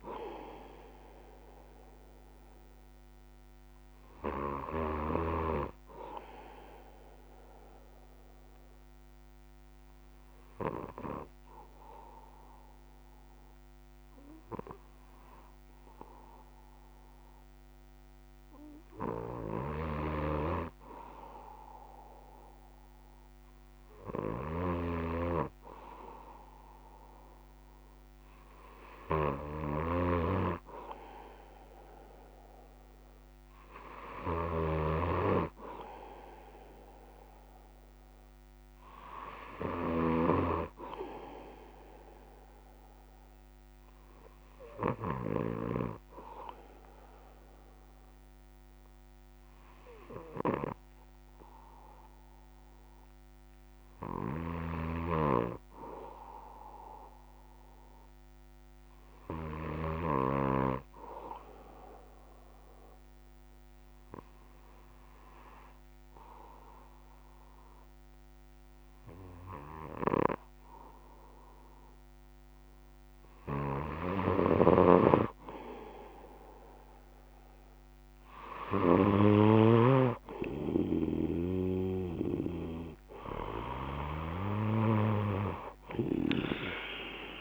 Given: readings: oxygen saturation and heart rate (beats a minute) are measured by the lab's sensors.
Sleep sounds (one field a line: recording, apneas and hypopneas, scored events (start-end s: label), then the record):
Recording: breathing in sleep by a microphone on the trachea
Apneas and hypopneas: 2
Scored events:
8.50-20.50 s: obstructive apnea (oxygen 97% before, 96% lowest, heart rate 62 before, 59 extreme, up 1 after)
46.50-71.00 s: hypopnea (oxygen 98% before, 95% lowest, heart rate 61 before, 59 extreme, up 2 after)
54.50-60.00 s: snoring (device-marked)
From the record:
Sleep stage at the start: N2 (light sleep)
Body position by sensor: on the left side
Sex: male